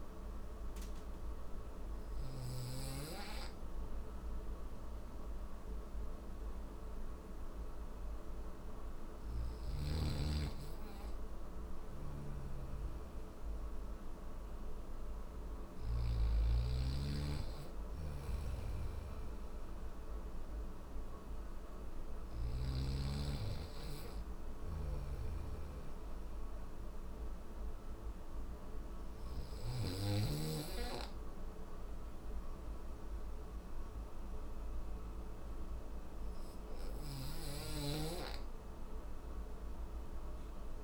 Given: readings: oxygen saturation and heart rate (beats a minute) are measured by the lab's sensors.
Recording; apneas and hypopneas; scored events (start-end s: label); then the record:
breathing in sleep by a room microphone; none
10.00-40.84 s: new sleep stage, N1 (lightest sleep)
10.50-15.00 s: snoring (device-marked)
17.00-21.50 s: snoring (device-marked)
23.50-28.50 s: snoring (device-marked)
36.00-40.84 s: snoring (device-marked)
From the record:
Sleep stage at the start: N3 (deep sleep); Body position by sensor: on the back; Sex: male